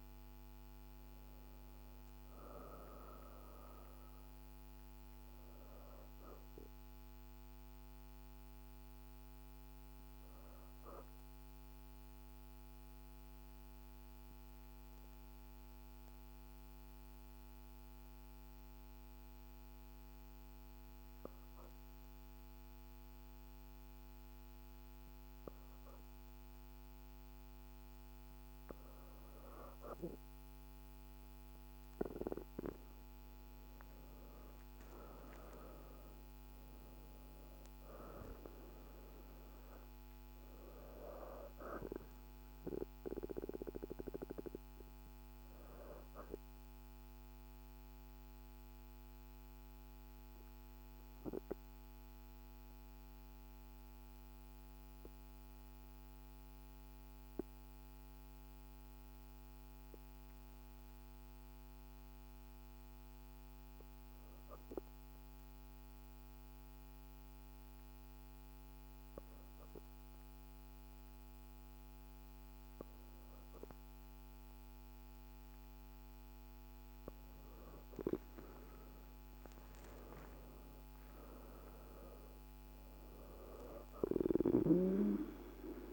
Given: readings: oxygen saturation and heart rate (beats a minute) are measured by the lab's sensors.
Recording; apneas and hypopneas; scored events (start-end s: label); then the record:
breathing in sleep by a microphone on the trachea; 2
7.50-29.00 s: obstructive apnea (oxygen 99% before, 89% lowest, heart rate 53 before, 50 extreme, up 5 after)
28.00-56.00 s: oxygen desaturation (device-marked, oxygen 98% before, 89% lowest, heart rate 52 before, 50 extreme)
32.50-38.00 s: arousal
46.50-75.50 s: obstructive apnea (oxygen 98% before, 89% lowest, heart rate 54 before, 50 extreme, up 14 after)
58.00-85.93 s: new sleep stage, N1 (lightest sleep)
71.00-85.93 s: oxygen desaturation (device-marked, oxygen 98% before, 91% lowest, heart rate 52 before, 49 extreme)
77.50-82.00 s: arousal
From the record:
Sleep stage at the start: REM sleep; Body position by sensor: on the back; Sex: female